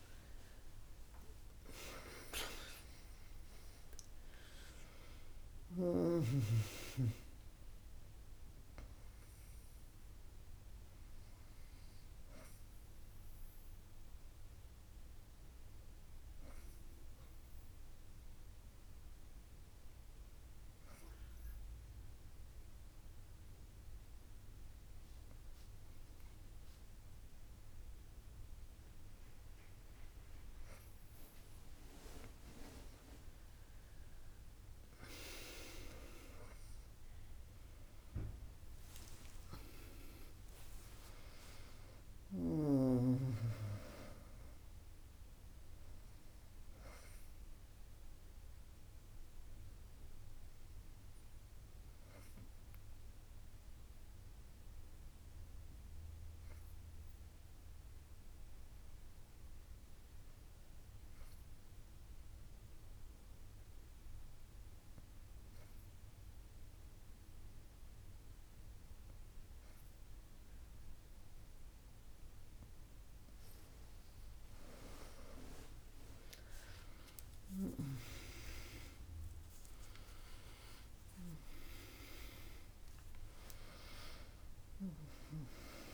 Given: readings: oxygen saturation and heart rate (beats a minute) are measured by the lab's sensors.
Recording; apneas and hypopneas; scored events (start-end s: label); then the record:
breathing in sleep by a room microphone; 2
0.00-4.50 s: arousal
17.00-30.50 s: obstructive apnea (oxygen 99% before, 97% lowest, heart rate 80 before, 59 extreme, up 45 after)
33.50-39.50 s: arousal
53.50-73.00 s: obstructive apnea (oxygen 99% before, 97% lowest, heart rate 93 before, 60 extreme, up 31 after)
77.00-82.50 s: arousal
From the record:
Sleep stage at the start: N2 (light sleep); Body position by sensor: on the back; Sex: female